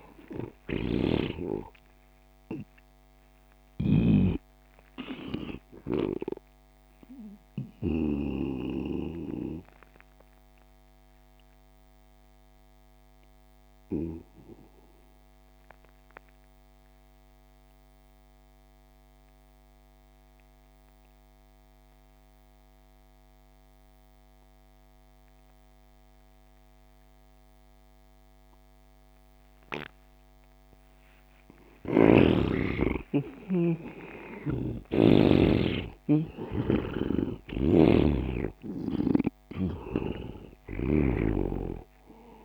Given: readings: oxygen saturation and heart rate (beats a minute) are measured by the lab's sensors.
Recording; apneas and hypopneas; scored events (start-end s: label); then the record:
breathing in sleep by a microphone on the trachea; 1
0.00-8.50 s: snoring (device-marked)
0.00-15.00 s: oxygen desaturation (device-marked, oxygen 90% lowest)
8.00-31.50 s: obstructive apnea (oxygen 99% before, 86% lowest)
31.00-42.45 s: oxygen desaturation (device-marked, oxygen 99% before, 90% lowest)
32.50-36.00 s: arousal
From the record:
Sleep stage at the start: N2 (light sleep); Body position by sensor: on the right side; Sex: male